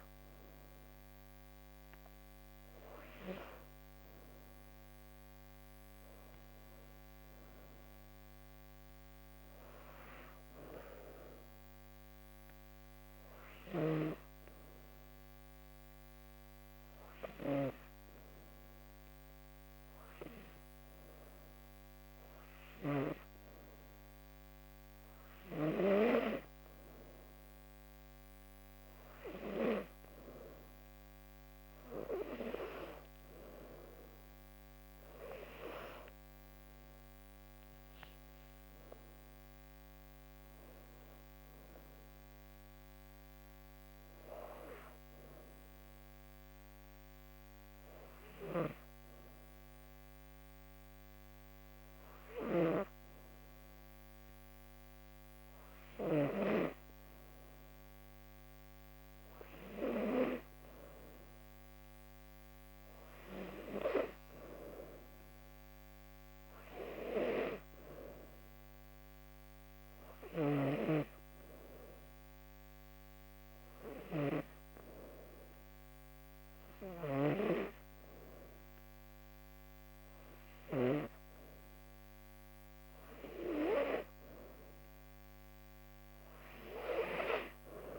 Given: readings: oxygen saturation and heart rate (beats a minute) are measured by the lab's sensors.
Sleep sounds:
breathing in sleep by a microphone on the trachea; 3
7.50-10.00 s: arousal
12.00-30.50 s: hypopnea (oxygen 96% before, 90% lowest, heart rate 81 before, 77 extreme, up 8 after)
28.50-56.50 s: oxygen desaturation (device-marked, oxygen 95% before, 90% lowest, heart rate 81 before, 77 extreme)
32.50-35.00 s: arousal
46.50-59.00 s: hypopnea (oxygen 95% before, 89% lowest, heart rate 85 before, 79 extreme, up 6 after)
65.50-77.50 s: oxygen desaturation (device-marked, oxygen 97% before, 91% lowest, heart rate 80 before, 83 extreme)
69.50-79.50 s: hypopnea (oxygen 97% before, 89% lowest, heart rate 81 before, 82 extreme, up 1 after)
83.00-86.50 s: arousal
85.50-87.99 s: oxygen desaturation (device-marked, oxygen 93% before, 89% lowest, heart rate 84 before, 77 extreme)
From the record:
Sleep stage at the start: N2 (light sleep); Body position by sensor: on the back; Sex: female

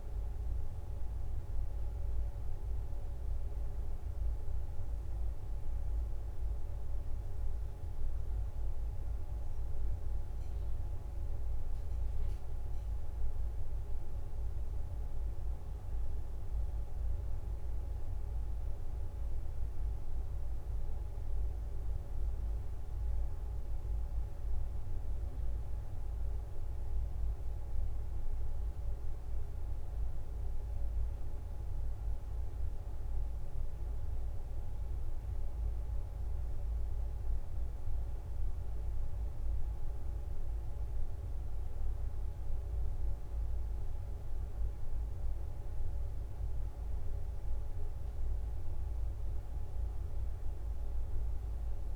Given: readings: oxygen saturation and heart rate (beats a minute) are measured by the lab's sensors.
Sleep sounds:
breathing in sleep, hard to hear, by a room microphone; none
15.00-19.00 s: arousal
29.50-51.96 s: drop in pulse transit time (device-marked, heart rate 66 before, 64 extreme)
From the record:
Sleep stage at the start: N2 (light sleep); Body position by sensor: on the back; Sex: female

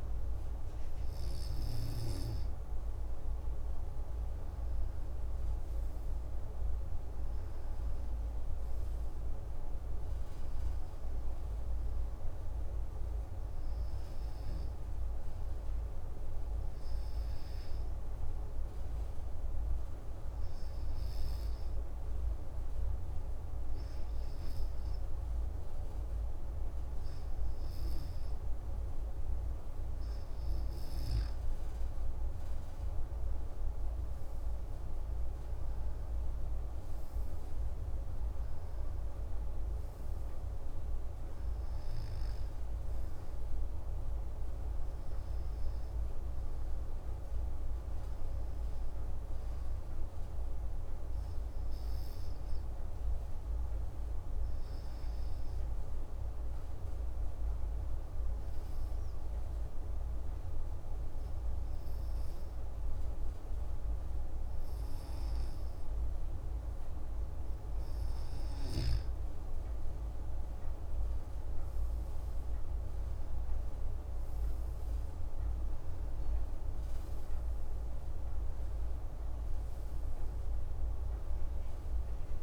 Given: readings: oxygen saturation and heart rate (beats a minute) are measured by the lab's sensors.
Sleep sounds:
breathing in sleep, hard to hear, by a room microphone; 2
0.00-1.00 s: arousal
16.00-30.50 s: obstructive apnea (oxygen 96% before, 94% lowest)
32.50-37.50 s: arousal
51.00-67.50 s: obstructive apnea (oxygen 96% before, 93% lowest)
69.00-73.00 s: arousal
From the record:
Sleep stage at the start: N2 (light sleep); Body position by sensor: on the back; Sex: male

